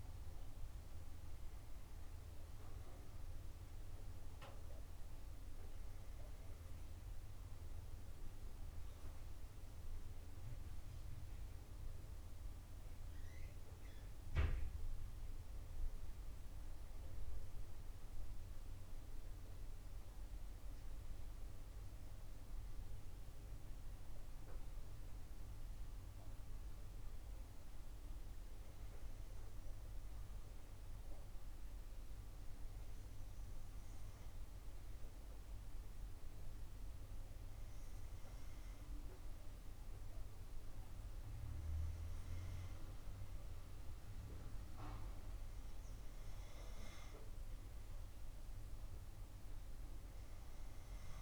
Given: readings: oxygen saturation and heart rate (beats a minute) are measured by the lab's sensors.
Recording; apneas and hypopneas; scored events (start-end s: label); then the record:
breathing in sleep, hard to hear, by a room microphone; none
none scored
From the record:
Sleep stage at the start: N2 (light sleep); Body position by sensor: on the back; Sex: female